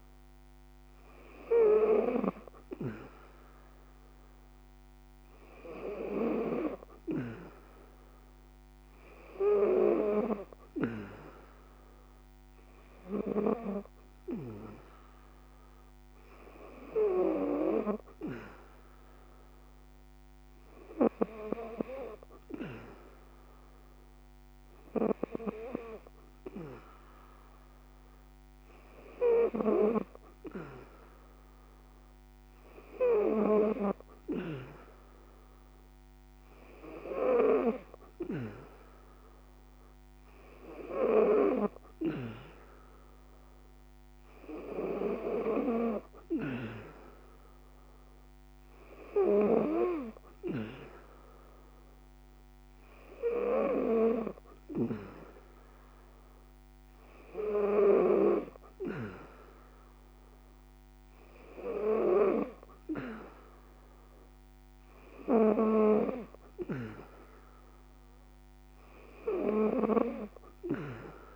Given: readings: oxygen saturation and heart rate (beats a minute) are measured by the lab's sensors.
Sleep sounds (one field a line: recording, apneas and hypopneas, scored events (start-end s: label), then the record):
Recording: breathing in sleep by a microphone on the trachea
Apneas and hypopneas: none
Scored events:
none scored
From the record:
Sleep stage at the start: N3 (deep sleep)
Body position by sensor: on the back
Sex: female